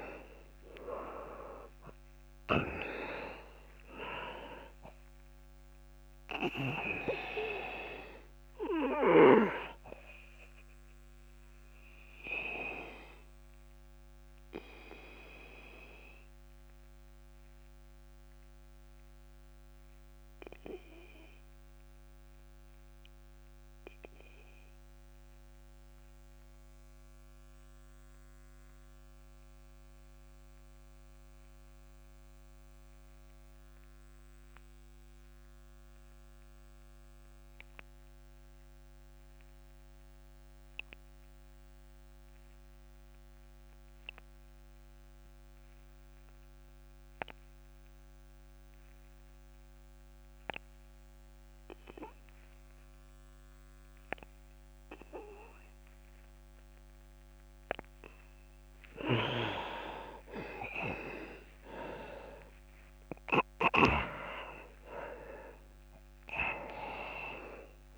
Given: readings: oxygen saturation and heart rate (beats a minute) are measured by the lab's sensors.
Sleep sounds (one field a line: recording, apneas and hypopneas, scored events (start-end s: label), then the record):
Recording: breathing in sleep by a microphone on the trachea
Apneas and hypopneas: 1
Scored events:
0.00-30.50 s: oxygen desaturation (device-marked, oxygen 86% lowest)
8.50-57.50 s: obstructive apnea (oxygen 100% before, 84% lowest)
39.50-67.98 s: new sleep stage, N2 (light sleep)
49.50-67.98 s: oxygen desaturation (device-marked, oxygen 99% before, 84% lowest)
60.50-65.50 s: arousal
From the record:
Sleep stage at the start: REM sleep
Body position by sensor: on the back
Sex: male